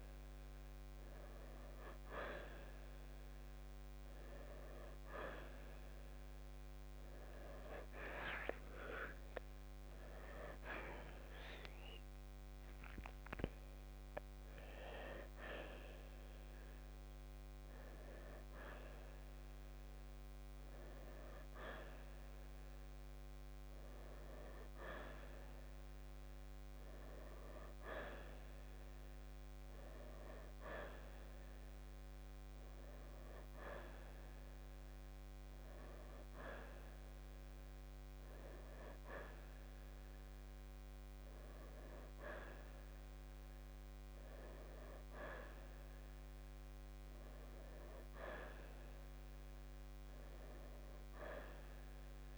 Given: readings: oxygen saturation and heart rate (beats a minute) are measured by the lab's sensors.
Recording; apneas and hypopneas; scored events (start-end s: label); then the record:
a person awake in a sleep study, by a microphone on the trachea; none
none scored
From the record:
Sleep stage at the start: awake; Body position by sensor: on the right side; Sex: male